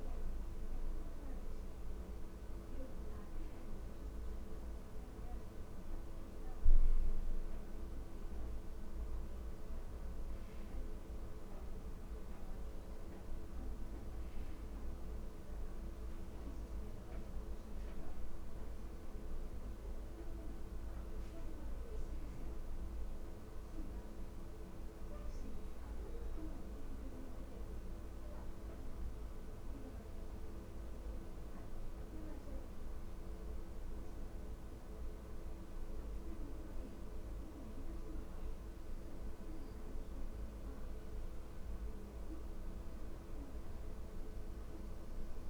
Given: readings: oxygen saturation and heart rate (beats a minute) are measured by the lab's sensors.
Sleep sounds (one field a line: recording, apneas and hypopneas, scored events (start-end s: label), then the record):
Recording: a person awake in a sleep study, hard to hear, by a room microphone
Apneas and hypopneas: 1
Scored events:
30.00-45.50 s: new sleep stage, N1 (lightest sleep)
31.00-41.00 s: obstructive apnea (oxygen 97% before, 91% lowest, heart rate 71 before, 78 extreme, up 0 after)
From the record:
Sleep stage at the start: awake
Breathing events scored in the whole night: 397 in 3.1 hours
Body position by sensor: on the back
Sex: female